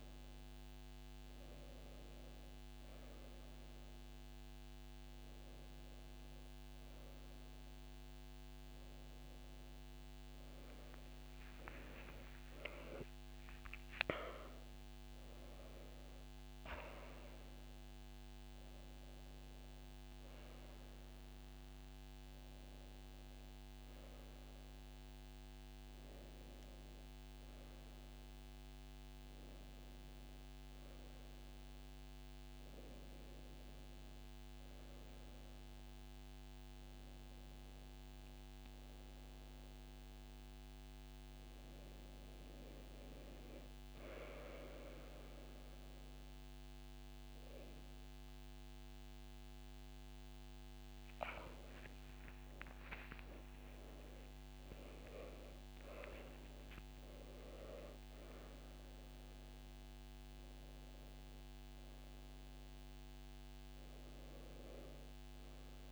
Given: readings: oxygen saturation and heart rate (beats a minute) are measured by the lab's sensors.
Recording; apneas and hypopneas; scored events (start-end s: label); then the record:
a person partly awake in a sleep study, by a microphone on the trachea; none
25.00-65.92 s: new sleep stage, N1 (lightest sleep)
52.00-56.00 s: arousal
From the record:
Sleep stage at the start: awake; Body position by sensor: on the right side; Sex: female